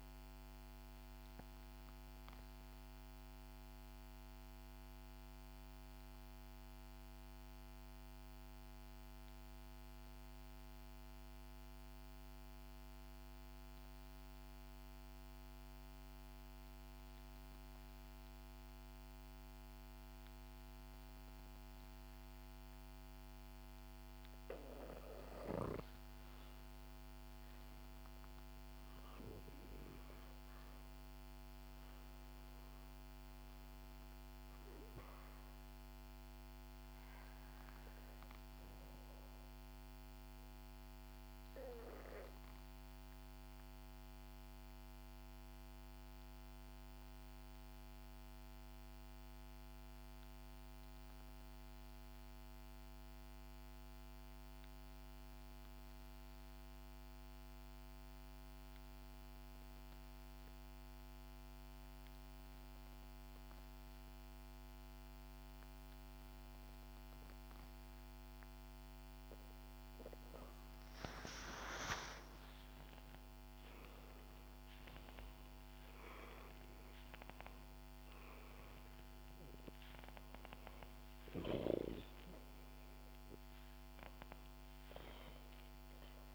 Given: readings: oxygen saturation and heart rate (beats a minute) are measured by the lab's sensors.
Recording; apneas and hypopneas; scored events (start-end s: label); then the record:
breathing in sleep, hard to hear, by a microphone on the trachea; 2
0.00-14.00 s: oxygen desaturation (device-marked, oxygen 91% lowest, heart rate 64 extreme)
0.50-24.50 s: obstructive apnea (oxygen 96% before, 89% lowest, heart rate 66 before, 62 extreme, up 5 after)
26.00-52.00 s: oxygen desaturation (device-marked, oxygen 96% before, 91% lowest, heart rate 66 before, 62 extreme)
26.50-30.50 s: arousal
40.50-69.00 s: obstructive apnea (oxygen 96% before, 88% lowest, heart rate 68 before, 62 extreme, up 7 after)
63.00-86.35 s: oxygen desaturation (device-marked, oxygen 96% before, 88% lowest, heart rate 63 before, 62 extreme)
71.00-75.50 s: arousal
From the record:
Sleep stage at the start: N2 (light sleep); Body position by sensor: on the back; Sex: female